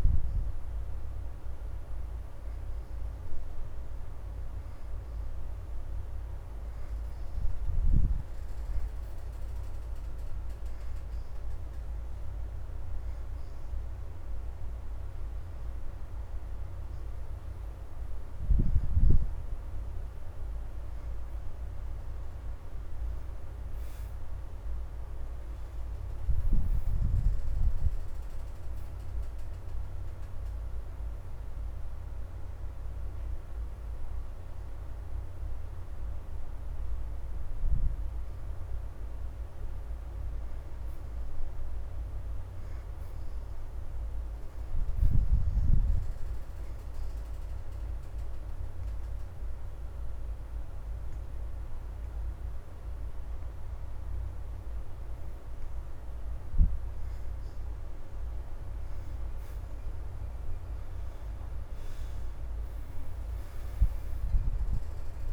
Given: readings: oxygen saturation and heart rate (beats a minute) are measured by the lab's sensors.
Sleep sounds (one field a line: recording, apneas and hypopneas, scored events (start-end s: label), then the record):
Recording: breathing in sleep, hard to hear, by a room microphone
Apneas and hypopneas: 3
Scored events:
0.00-2.50 s: oxygen desaturation (device-marked, oxygen 76% lowest, heart rate 74 extreme)
3.00-6.50 s: arousal
8.50-46.50 s: oxygen desaturation (device-marked, oxygen 87% before, 71% lowest, heart rate 77 before, 78 extreme)
9.00-20.50 s: hypopnea (oxygen 89% before, 67% lowest, heart rate 77 before, 78 extreme, up 5 after)
22.00-25.50 s: arousal
30.00-40.00 s: hypopnea (oxygen 87% before, 62% lowest, heart rate 82 before, 78 extreme, up 2 after)
41.00-44.50 s: arousal
47.50-57.50 s: obstructive apnea (oxygen 81% before, 62% lowest, heart rate 82 before, 75 extreme, up 4 after)
48.50-61.50 s: oxygen desaturation (device-marked, oxygen 83% before, 74% lowest, heart rate 82 before, 75 extreme)
60.00-64.00 s: arousal
63.50-65.33 s: oxygen desaturation (device-marked, oxygen 82% before, 62% lowest, heart rate 81 before, 75 extreme)
From the record:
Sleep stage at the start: N2 (light sleep)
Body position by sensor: on the back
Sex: female